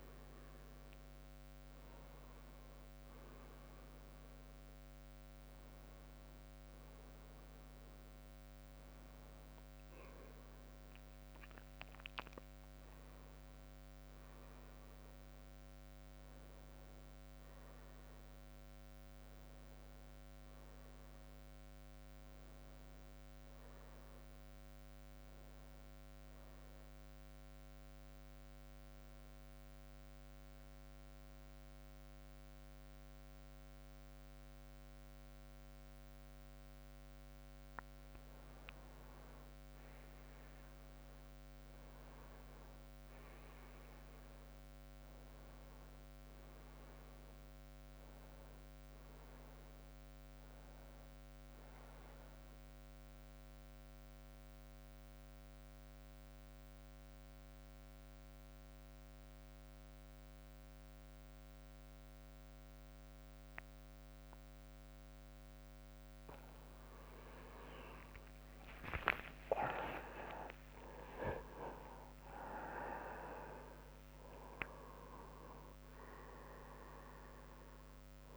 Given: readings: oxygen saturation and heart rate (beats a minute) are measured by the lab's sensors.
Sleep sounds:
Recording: breathing in sleep by a microphone on the trachea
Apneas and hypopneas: 2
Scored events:
0.00-6.00 s: drop in pulse transit time (device-marked, heart rate 70 extreme)
21.50-25.00 s: arousal
28.50-39.00 s: central apnea (oxygen 98% before, 93% lowest, heart rate 71 before, 63 extreme, up 9 after)
42.00-46.50 s: arousal
45.00-59.00 s: oxygen desaturation (device-marked, oxygen 97% before, 94% lowest, heart rate 67 before, 64 extreme)
52.50-66.00 s: mixed apnea (oxygen 98% before, 93% lowest, heart rate 68 before, 64 extreme)
65.00-78.36 s: new sleep stage, awake
67.00-74.00 s: tachycardia (device-marked, heart rate 68 before, 140 extreme)
67.50-74.00 s: leg movement (device-marked)
69.50-71.50 s: long interval between heartbeats (device-marked, heart rate 67 before, 96 extreme)
70.00-78.36 s: drop in pulse transit time (device-marked, heart rate 68 before, 87 extreme)
76.00-78.36 s: oxygen desaturation (device-marked, oxygen 97% before, 93% lowest, heart rate 87 before, 77 extreme)
From the record:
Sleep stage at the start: N2 (light sleep)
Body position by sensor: on the back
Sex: male

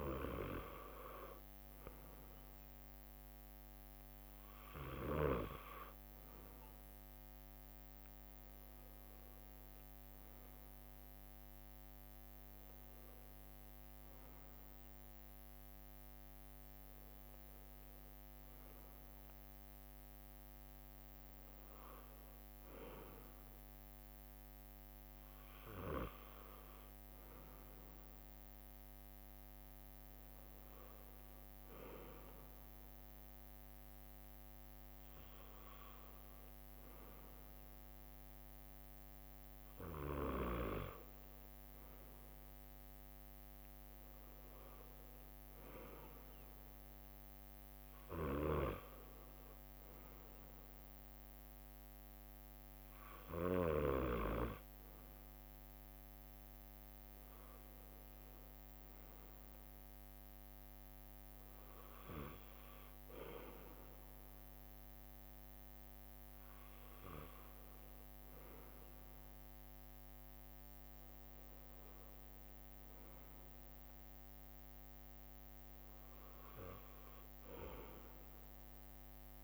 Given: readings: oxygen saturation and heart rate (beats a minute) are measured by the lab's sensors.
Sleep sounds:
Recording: breathing in sleep by a microphone on the trachea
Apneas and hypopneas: none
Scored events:
0.00-4.00 s: bradycardia (device-marked, heart rate 63 before, 59 extreme)
7.00-11.00 s: leg movement (device-marked)
15.50-21.00 s: leg movement (device-marked)
28.00-36.00 s: leg movement (device-marked)
36.00-38.00 s: bradycardia (device-marked, heart rate 63 before, 60 extreme)
43.00-46.00 s: leg movement (device-marked)
56.50-58.50 s: leg movement (device-marked)
56.50-61.00 s: arousal
70.00-76.00 s: leg movement (device-marked)
From the record:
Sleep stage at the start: N2 (light sleep)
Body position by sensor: on the right side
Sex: male

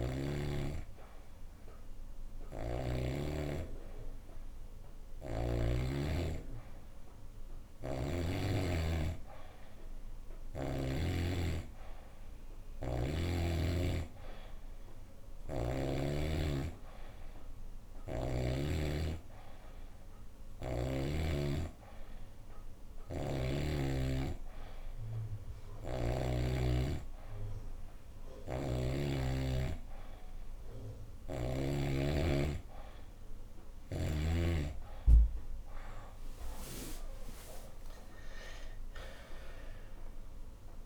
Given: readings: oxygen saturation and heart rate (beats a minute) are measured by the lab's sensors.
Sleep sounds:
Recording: breathing in sleep by a room microphone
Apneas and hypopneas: none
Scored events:
2.00-5.50 s: snoring (device-marked)
10.50-21.50 s: oxygen desaturation (device-marked, oxygen 94% before, 91% lowest, heart rate 69 before, 71 extreme)
22.50-26.00 s: snoring (device-marked)
28.00-31.50 s: snoring (device-marked)
36.50-40.86 s: arousal
From the record:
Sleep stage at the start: N2 (light sleep)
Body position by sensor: on the back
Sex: female

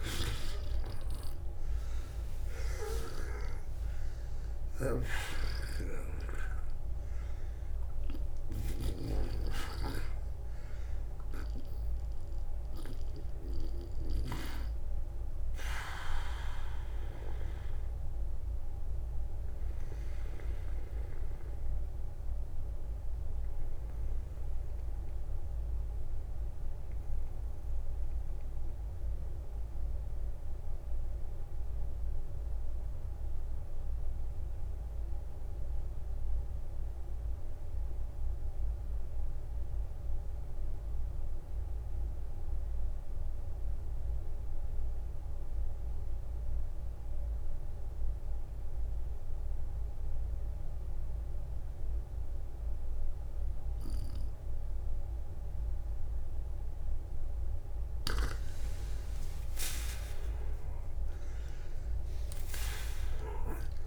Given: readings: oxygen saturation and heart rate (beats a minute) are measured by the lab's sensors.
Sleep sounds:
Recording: breathing in sleep by a room microphone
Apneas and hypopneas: 1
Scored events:
0.00-1.50 s: arousal
4.00-14.00 s: snoring (device-marked)
9.00-15.00 s: oxygen desaturation (device-marked, oxygen 95% before, 91% lowest, heart rate 53 before, 47 extreme)
13.50-56.00 s: obstructive apnea (oxygen 96% before, 79% lowest, heart rate 58 before, 38 extreme, up 23 after)
17.00-36.00 s: oxygen desaturation (device-marked, oxygen 95% before, 84% lowest, heart rate 62 before, 38 extreme)
32.00-34.00 s: long interval between heartbeats (device-marked, heart rate 57 before, 48 extreme)
37.00-39.00 s: long interval between heartbeats (device-marked, heart rate 53 before, 49 extreme)
54.00-63.87 s: oxygen desaturation (device-marked, oxygen 96% before, 83% lowest, heart rate 46 before, 50 extreme)
59.50-63.87 s: arousal
From the record:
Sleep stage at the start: N2 (light sleep)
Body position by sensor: on the back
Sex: male

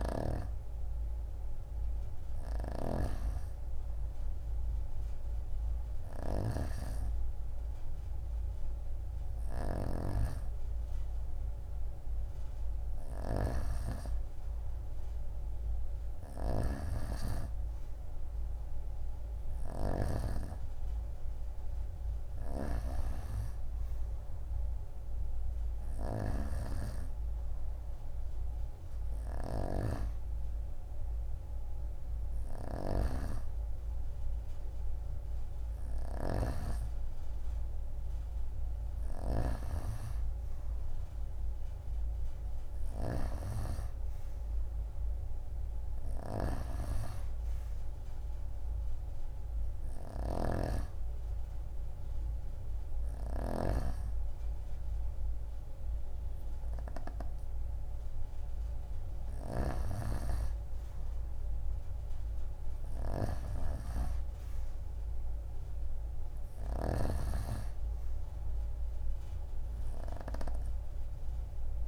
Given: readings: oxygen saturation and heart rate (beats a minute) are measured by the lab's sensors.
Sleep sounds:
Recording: breathing in sleep by a room microphone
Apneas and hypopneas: none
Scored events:
0.00-12.50 s: oxygen desaturation (device-marked, oxygen 88% lowest)
2.50-13.50 s: snoring (device-marked)
26.00-39.50 s: snoring (device-marked)
46.00-59.50 s: snoring (device-marked)
66.50-71.88 s: snoring (device-marked)
From the record:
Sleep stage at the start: N2 (light sleep)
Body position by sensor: on the right side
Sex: female

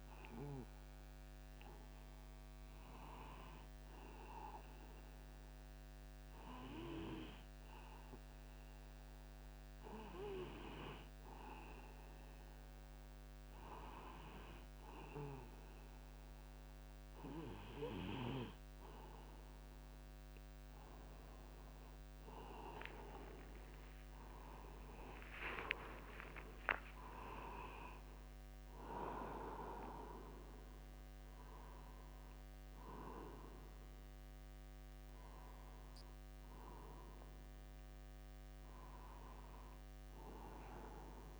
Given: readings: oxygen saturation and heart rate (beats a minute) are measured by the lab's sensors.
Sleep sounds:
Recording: breathing in sleep by a microphone on the trachea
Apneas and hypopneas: none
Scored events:
24.00-26.00 s: long interval between heartbeats (device-marked)
26.50-28.50 s: long interval between heartbeats (device-marked)
36.00-41.40 s: new sleep stage, awake
36.50-38.50 s: long interval between heartbeats (device-marked, heart rate 78 before, 62 extreme)
From the record:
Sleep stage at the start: N2 (light sleep)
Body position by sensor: upright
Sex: male

